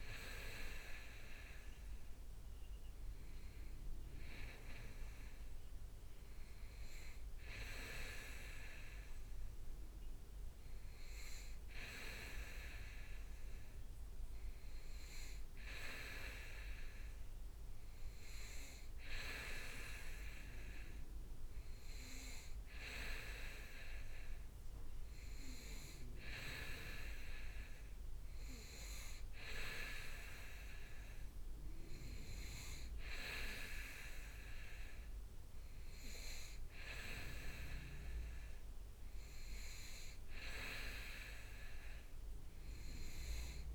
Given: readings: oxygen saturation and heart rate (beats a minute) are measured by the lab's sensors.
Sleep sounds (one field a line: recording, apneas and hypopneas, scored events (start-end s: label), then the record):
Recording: breathing in sleep by a room microphone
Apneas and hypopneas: none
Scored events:
none scored
From the record:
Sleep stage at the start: N2 (light sleep)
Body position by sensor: on the back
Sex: male